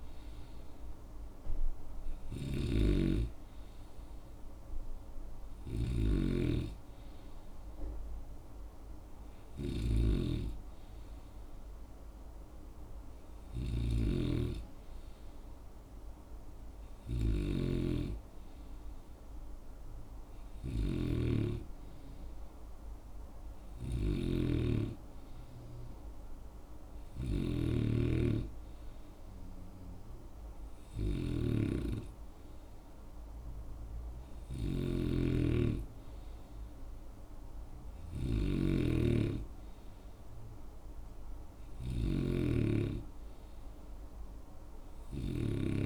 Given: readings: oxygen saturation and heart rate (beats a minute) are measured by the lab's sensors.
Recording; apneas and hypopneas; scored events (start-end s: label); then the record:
breathing in sleep by a room microphone; none
0.00-45.86 s: snoring (device-marked)
From the record:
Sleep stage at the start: N2 (light sleep); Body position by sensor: on the right side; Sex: male